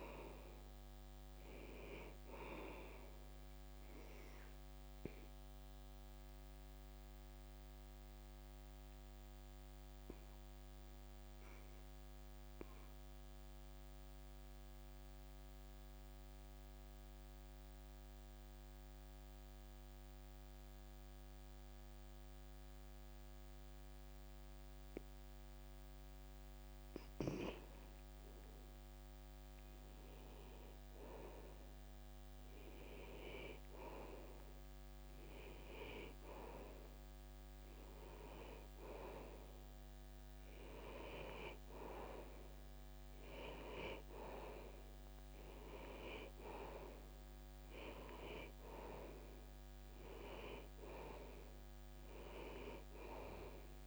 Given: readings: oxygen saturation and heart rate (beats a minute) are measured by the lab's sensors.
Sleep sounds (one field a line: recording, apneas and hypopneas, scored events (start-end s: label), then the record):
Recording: breathing in sleep by a microphone on the trachea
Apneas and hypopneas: 1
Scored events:
0.00-19.50 s: oxygen desaturation (device-marked, oxygen 91% lowest, heart rate 60 extreme)
0.50-4.00 s: arousal
6.00-28.50 s: obstructive apnea (oxygen 97% before, 87% lowest, heart rate 73 before, 60 extreme, up 39 after)
29.50-32.50 s: arousal
38.50-53.87 s: oxygen desaturation (device-marked, oxygen 96% before, 87% lowest, heart rate 78 before, 60 extreme)
From the record:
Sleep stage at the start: N2 (light sleep)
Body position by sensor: on the back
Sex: male